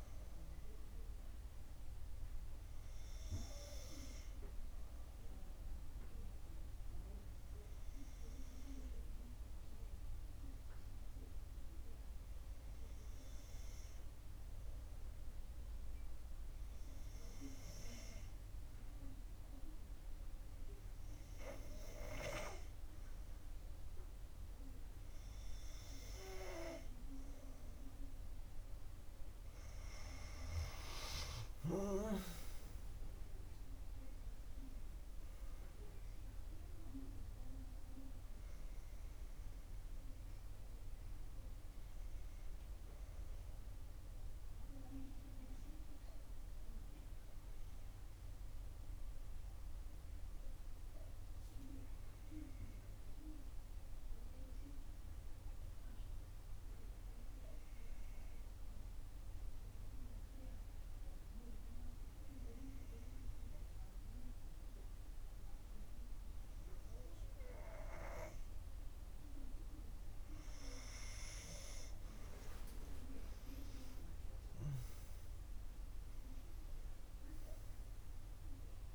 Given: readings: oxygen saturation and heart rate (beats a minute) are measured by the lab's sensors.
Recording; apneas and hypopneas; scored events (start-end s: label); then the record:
breathing in sleep by a room microphone; 2
0.00-21.00 s: oxygen desaturation (device-marked, oxygen 90% lowest, heart rate 57 extreme)
0.50-22.50 s: obstructive apnea (oxygen 94% before, 90% lowest, heart rate 62 before, 54 extreme, up 5 after)
30.50-35.50 s: arousal
48.50-69.50 s: obstructive apnea (oxygen 94% before, 90% lowest, heart rate 61 before, 54 extreme, up 12 after)
73.00-77.50 s: arousal
74.00-78.95 s: oxygen desaturation (device-marked, oxygen 97% before, 90% lowest, heart rate 58 before, 55 extreme)
From the record:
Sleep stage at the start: N2 (light sleep); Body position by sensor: on the back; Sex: female